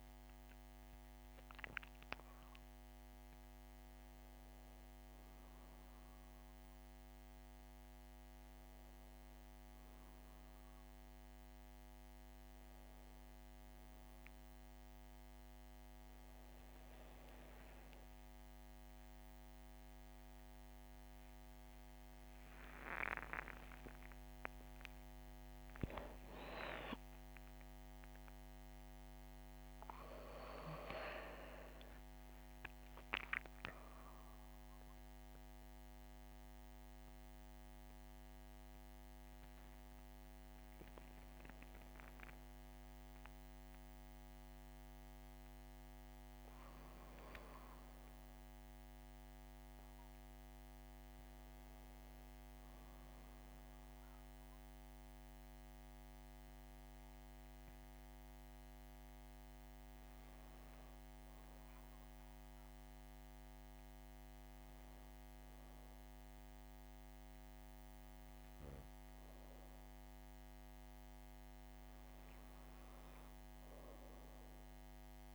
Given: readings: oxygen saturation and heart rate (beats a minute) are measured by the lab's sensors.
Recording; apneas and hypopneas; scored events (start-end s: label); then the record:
a person awake in a sleep study, by a microphone on the trachea; none
48.00-75.34 s: new sleep stage, N1 (lightest sleep)
From the record:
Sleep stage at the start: awake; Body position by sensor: on the back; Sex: female